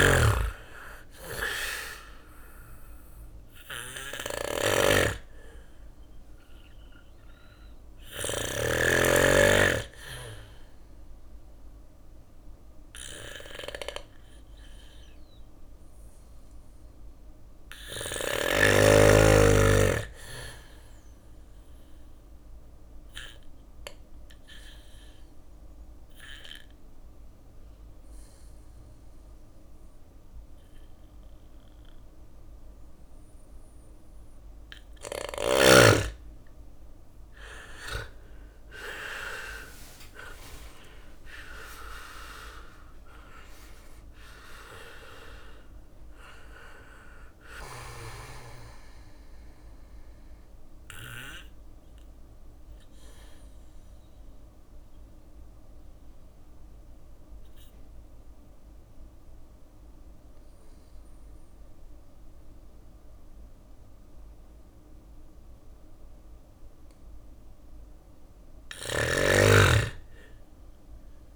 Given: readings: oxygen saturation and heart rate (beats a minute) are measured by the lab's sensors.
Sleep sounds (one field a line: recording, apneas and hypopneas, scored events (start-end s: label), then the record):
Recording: breathing in sleep by a room microphone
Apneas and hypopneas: 3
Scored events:
0.00-7.50 s: snoring (device-marked)
0.00-18.00 s: oxygen desaturation (device-marked, oxygen 98% before, 92% lowest, heart rate 60 before, 56 extreme)
2.50-15.00 s: hypopnea (oxygen 99% before, 92% lowest, heart rate 60 before, 56 extreme, up 3 after)
6.00-16.00 s: bradycardia (device-marked, heart rate 60 before, 57 extreme)
16.50-19.50 s: arousal
17.00-35.00 s: bradycardia (device-marked, heart rate 60 before, 56 extreme)
21.00-33.50 s: obstructive apnea (oxygen 99% before, 92% lowest, heart rate 59 before, 56 extreme, up 9 after)
35.50-39.00 s: arousal
38.00-64.00 s: oxygen desaturation (device-marked, oxygen 97% before, 92% lowest, heart rate 58 before, 57 extreme)
40.00-52.00 s: drop in pulse transit time (device-marked, heart rate 58 before, 60 extreme)
49.00-63.00 s: bradycardia (device-marked, heart rate 60 before, 57 extreme)
50.00-66.50 s: obstructive apnea (oxygen 99% before, 92% lowest, heart rate 61 before, 57 extreme, up 7 after)
67.50-71.36 s: snoring (device-marked)
From the record:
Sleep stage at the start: N2 (light sleep)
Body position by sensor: on the back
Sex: male